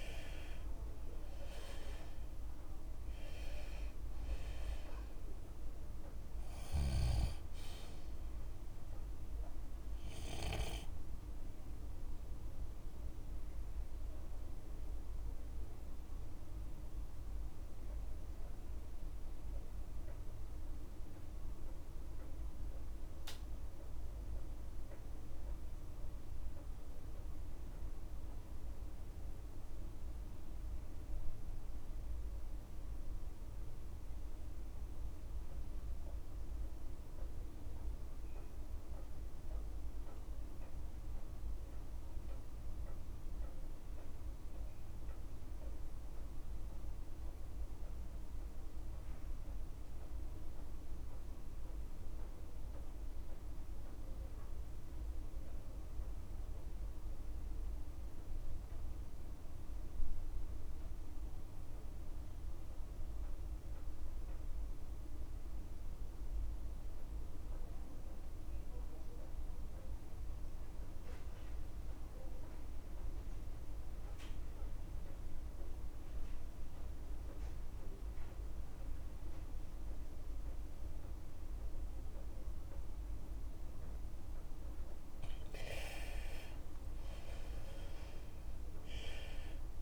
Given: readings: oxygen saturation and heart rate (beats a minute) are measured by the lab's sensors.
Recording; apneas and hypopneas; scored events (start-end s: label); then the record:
breathing in sleep, hard to hear, by a room microphone; 1
0.00-1.00 s: arousal
0.00-1.50 s: long interval between heartbeats (device-marked, heart rate 61 extreme)
0.00-34.50 s: oxygen desaturation (device-marked, oxygen 79% lowest)
3.00-5.00 s: long interval between heartbeats (device-marked, heart rate 42 before, 56 extreme)
8.50-10.50 s: long interval between heartbeats (device-marked, heart rate 47 before, 52 extreme)
12.00-84.00 s: obstructive apnea (oxygen 95% before, 72% lowest)
16.50-18.50 s: long interval between heartbeats (device-marked, heart rate 56 before, 37 extreme)
23.00-25.00 s: long interval between heartbeats (device-marked)
30.00-32.00 s: long interval between heartbeats (device-marked)
41.50-43.50 s: long interval between heartbeats (device-marked)
48.50-50.50 s: long interval between heartbeats (device-marked)
51.50-89.82 s: oxygen desaturation (device-marked, oxygen 97% before, 72% lowest)
58.00-60.00 s: long interval between heartbeats (device-marked)
64.50-66.50 s: long interval between heartbeats (device-marked)
71.50-73.50 s: long interval between heartbeats (device-marked)
83.50-85.50 s: long interval between heartbeats (device-marked)
85.50-87.50 s: long interval between heartbeats (device-marked)
86.00-89.82 s: arousal
88.50-89.82 s: long interval between heartbeats (device-marked)
From the record:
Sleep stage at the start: N2 (light sleep); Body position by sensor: on the left side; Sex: male